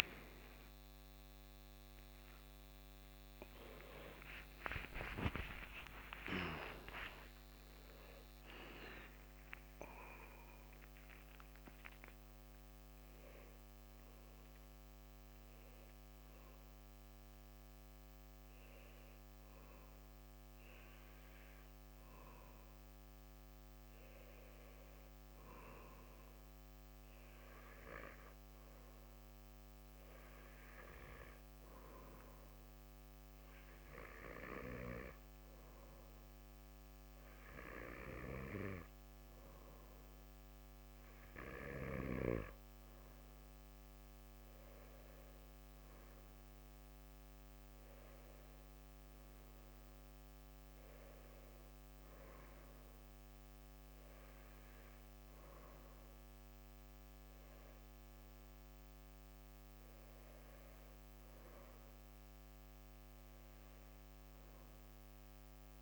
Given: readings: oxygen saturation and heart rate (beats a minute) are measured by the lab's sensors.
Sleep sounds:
a person partly awake in a sleep study, by a microphone on the trachea; 1
12.50-65.82 s: new sleep stage, N2 (light sleep)
25.50-39.00 s: hypopnea (oxygen 97% before, 94% lowest, heart rate 169 before, 150 extreme, up 57 after)
34.50-45.50 s: oxygen desaturation (device-marked, oxygen 98% before, 95% lowest, heart rate 173 before, 155 extreme)
43.00-48.50 s: arousal
From the record:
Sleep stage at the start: awake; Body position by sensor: on the back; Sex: male

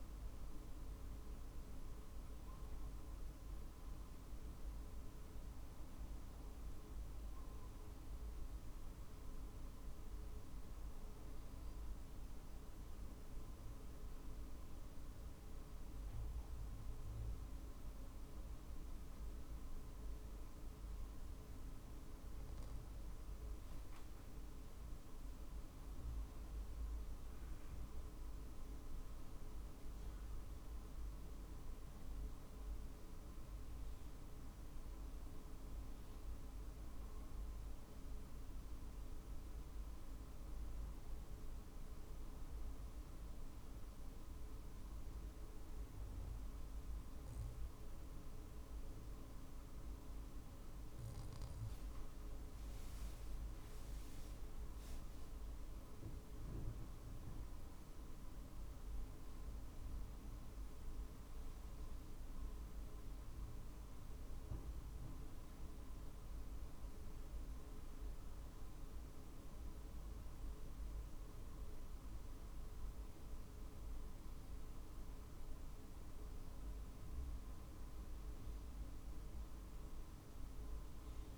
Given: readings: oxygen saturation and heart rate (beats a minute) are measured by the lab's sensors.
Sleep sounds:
breathing in sleep, hard to hear, by a room microphone; 2
12.00-25.50 s: obstructive apnea (oxygen 95% before, 95% lowest, heart rate 48 before, 47 extreme, up 2 after)
27.50-31.50 s: arousal
28.50-41.50 s: drop in pulse transit time (device-marked, heart rate 48 before, 47 extreme)
38.50-52.50 s: hypopnea (oxygen 95% before, 95% lowest, heart rate 49 before, 47 extreme, up 4 after)
54.50-59.00 s: arousal
56.50-74.50 s: drop in pulse transit time (device-marked, heart rate 48 before, 49 extreme)
From the record:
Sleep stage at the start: N2 (light sleep); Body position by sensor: on the right side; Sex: male

